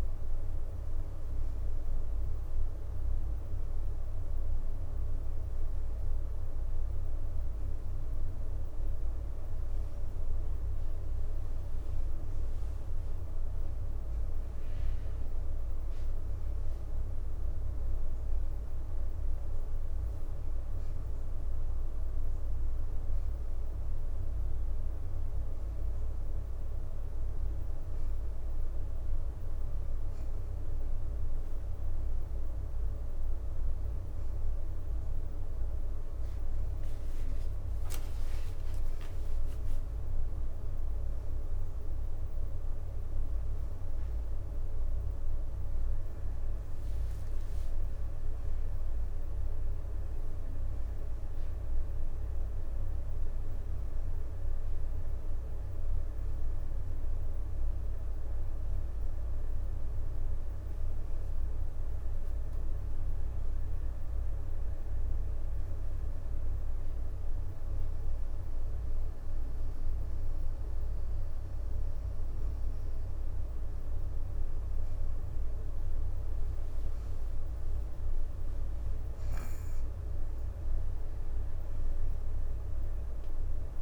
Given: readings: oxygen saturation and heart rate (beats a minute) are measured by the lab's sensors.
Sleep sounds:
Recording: breathing in sleep, hard to hear, by a room microphone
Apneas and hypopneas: none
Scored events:
0.00-5.50 s: oxygen desaturation (device-marked, oxygen 90% lowest, heart rate 42 extreme)
11.00-14.50 s: leg movement (device-marked)
33.00-35.00 s: leg movement (device-marked)
37.00-41.00 s: leg movement (device-marked)
45.50-48.50 s: leg movement (device-marked)
76.00-79.50 s: leg movement (device-marked)
From the record:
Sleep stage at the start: N2 (light sleep)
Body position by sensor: on the back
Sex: female

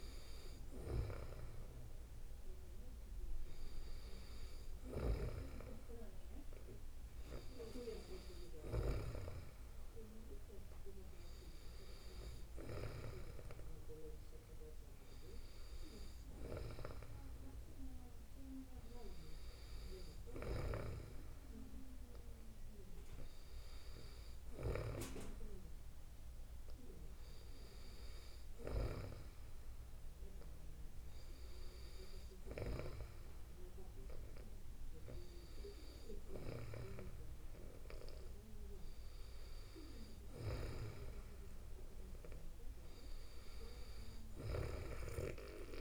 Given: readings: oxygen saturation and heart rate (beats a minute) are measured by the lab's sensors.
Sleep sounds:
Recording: breathing in sleep by a room microphone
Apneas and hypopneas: none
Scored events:
none scored
From the record:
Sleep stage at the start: N2 (light sleep)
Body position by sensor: on the back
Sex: female

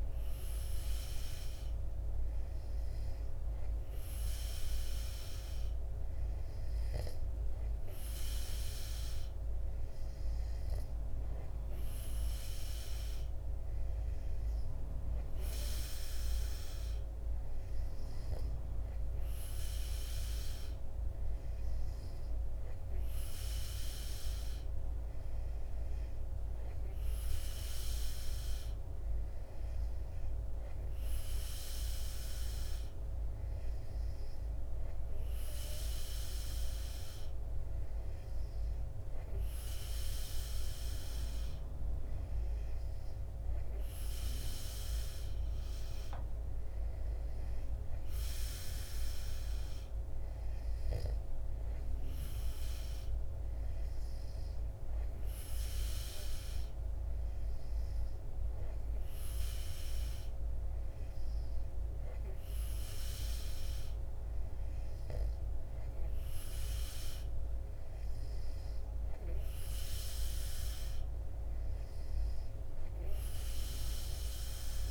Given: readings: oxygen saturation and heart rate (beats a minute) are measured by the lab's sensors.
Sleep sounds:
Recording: breathing in sleep, hard to hear, by a room microphone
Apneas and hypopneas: none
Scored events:
none scored
From the record:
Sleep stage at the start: N2 (light sleep)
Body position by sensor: on the back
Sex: male

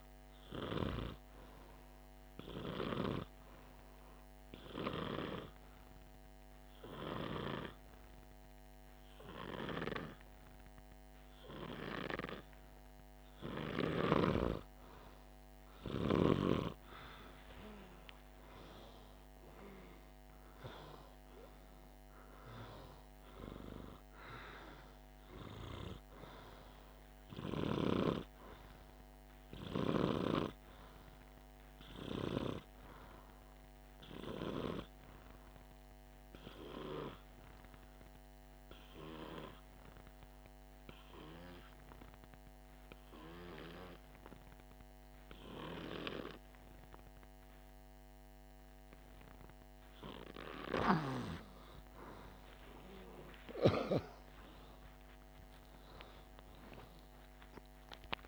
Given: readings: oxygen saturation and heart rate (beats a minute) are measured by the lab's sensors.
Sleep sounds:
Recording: breathing in sleep by a microphone on the trachea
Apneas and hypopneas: 2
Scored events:
3.50-14.00 s: obstructive apnea (oxygen 99% before, 94% lowest, heart rate 51 before, 49 extreme, up 1 after)
17.00-20.50 s: arousal
36.00-51.00 s: obstructive apnea (oxygen 98% before, 91% lowest, heart rate 50 before, 49 extreme, up 10 after)
53.50-56.50 s: arousal
From the record:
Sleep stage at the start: N2 (light sleep)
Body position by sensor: on the back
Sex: male

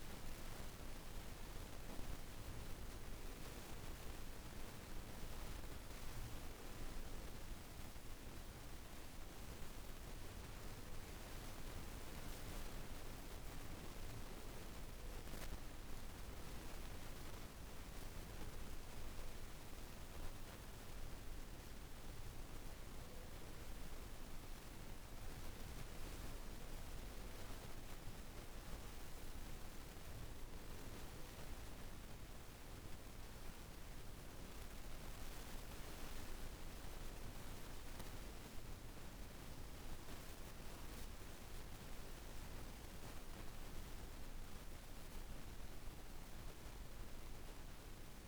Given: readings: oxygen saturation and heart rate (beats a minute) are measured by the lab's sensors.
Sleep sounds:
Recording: breathing in sleep, hard to hear, by a room microphone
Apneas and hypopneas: none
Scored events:
none scored
From the record:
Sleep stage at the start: REM sleep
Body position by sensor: on the back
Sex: female

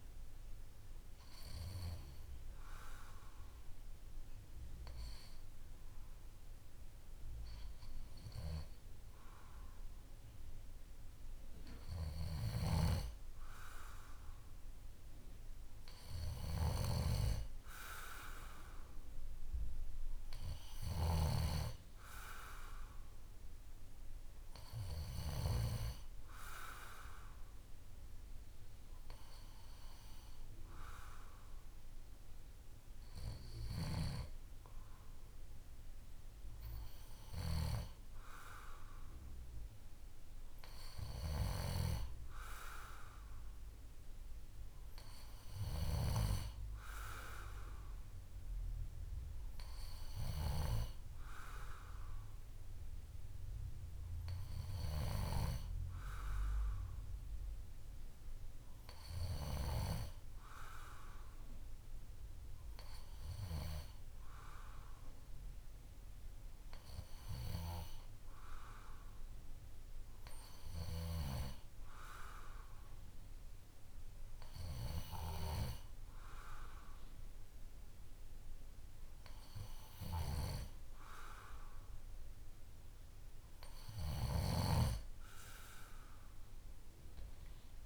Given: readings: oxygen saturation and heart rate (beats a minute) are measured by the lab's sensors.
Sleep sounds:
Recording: breathing in sleep by a room microphone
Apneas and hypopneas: none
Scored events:
19.50-22.50 s: arousal
From the record:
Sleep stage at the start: N2 (light sleep)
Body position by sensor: on the back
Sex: male

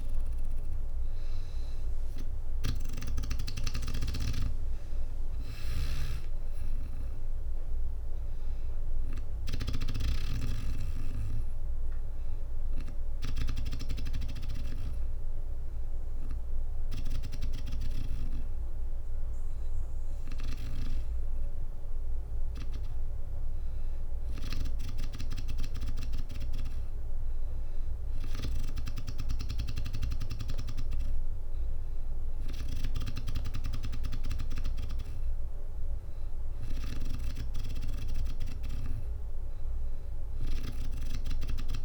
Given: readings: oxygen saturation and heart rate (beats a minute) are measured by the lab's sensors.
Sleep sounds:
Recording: breathing in sleep by a room microphone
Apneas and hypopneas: none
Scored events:
1.00-14.00 s: drop in pulse transit time (device-marked, heart rate 63 before, 63 extreme)
3.00-9.50 s: snoring (device-marked)
29.00-33.00 s: snoring (device-marked)
From the record:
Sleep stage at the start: N2 (light sleep)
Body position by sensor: on the back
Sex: female

